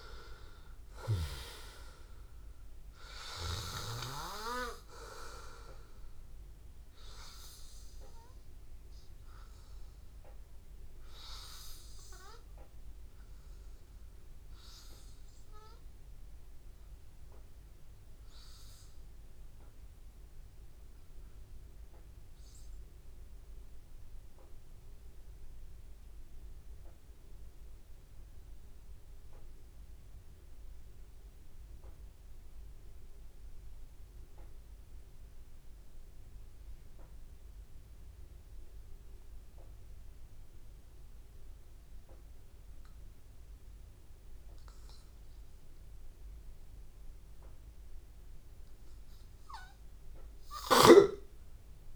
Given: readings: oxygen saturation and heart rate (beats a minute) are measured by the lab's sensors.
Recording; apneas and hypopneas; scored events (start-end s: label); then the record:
breathing in sleep by a room microphone; 1
1.00-18.00 s: oxygen desaturation (device-marked, oxygen 95% before, 92% lowest, heart rate 85 before, 82 extreme)
16.50-20.00 s: arousal
22.00-45.50 s: obstructive apnea (oxygen 99% before, 93% lowest, heart rate 86 before, 82 extreme, up 1 after)
47.00-51.96 s: oxygen desaturation (device-marked, oxygen 97% before, 93% lowest, heart rate 84 before, 82 extreme)
48.00-51.50 s: arousal
From the record:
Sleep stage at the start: N2 (light sleep); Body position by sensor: on the back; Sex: male